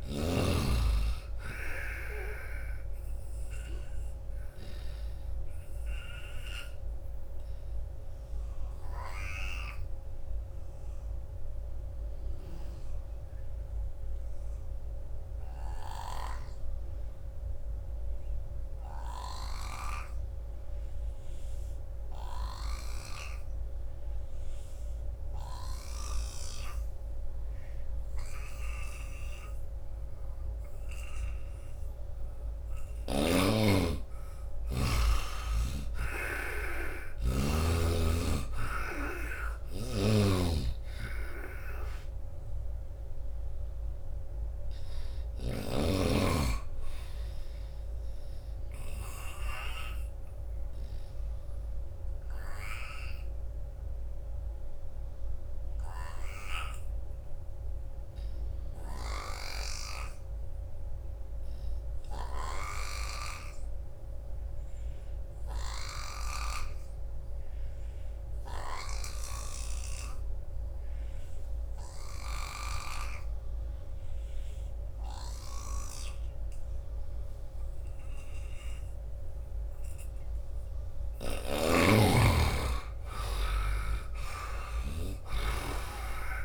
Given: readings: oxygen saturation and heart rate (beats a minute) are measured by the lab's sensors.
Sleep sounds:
breathing in sleep by a room microphone; 2
0.00-14.50 s: oxygen desaturation (device-marked, oxygen 77% lowest, heart rate 78 extreme)
3.50-31.50 s: obstructive apnea (oxygen 97% before, 77% lowest, heart rate 81 before, 78 extreme, up 13 after)
21.50-54.50 s: oxygen desaturation (device-marked, oxygen 98% before, 78% lowest, heart rate 85 before, 72 extreme)
33.00-37.50 s: arousal
37.00-39.00 s: long interval between heartbeats (device-marked, heart rate 82 before, 90 extreme)
40.00-45.50 s: snoring (device-marked)
50.50-80.50 s: obstructive apnea (oxygen 96% before, 74% lowest, heart rate 87 before, 72 extreme, up 12 after)
65.50-69.00 s: snoring (device-marked)
69.50-86.45 s: oxygen desaturation (device-marked, oxygen 97% before, 74% lowest, heart rate 83 before, 72 extreme)
75.00-86.45 s: snoring (device-marked)
82.00-86.45 s: arousal
From the record:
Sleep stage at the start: N2 (light sleep); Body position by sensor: on the right side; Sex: male

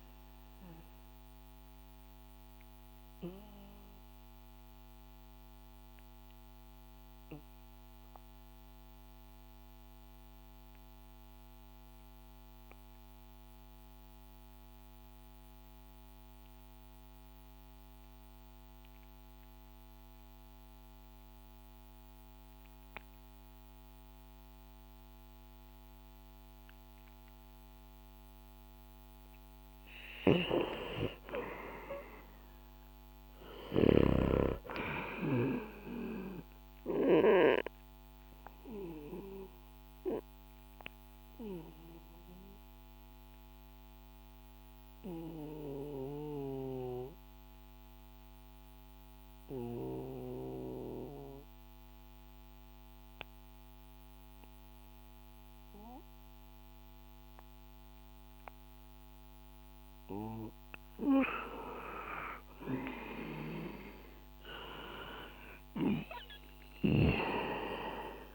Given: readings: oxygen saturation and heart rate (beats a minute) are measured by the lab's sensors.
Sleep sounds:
breathing in sleep by a microphone on the trachea; 2
0.00-14.50 s: oxygen desaturation (device-marked, oxygen 91% lowest, heart rate 61 extreme)
1.50-29.00 s: obstructive apnea (oxygen 98% before, 91% lowest, heart rate 66 before, 59 extreme, up 2 after)
31.00-35.50 s: arousal
35.50-57.50 s: oxygen desaturation (device-marked, oxygen 97% before, 91% lowest, heart rate 66 before, 58 extreme)
39.00-58.50 s: obstructive apnea (oxygen 98% before, 91% lowest, heart rate 66 before, 58 extreme, up 9 after)
61.50-65.50 s: arousal
From the record:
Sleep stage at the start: N2 (light sleep); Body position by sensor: on the back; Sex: male

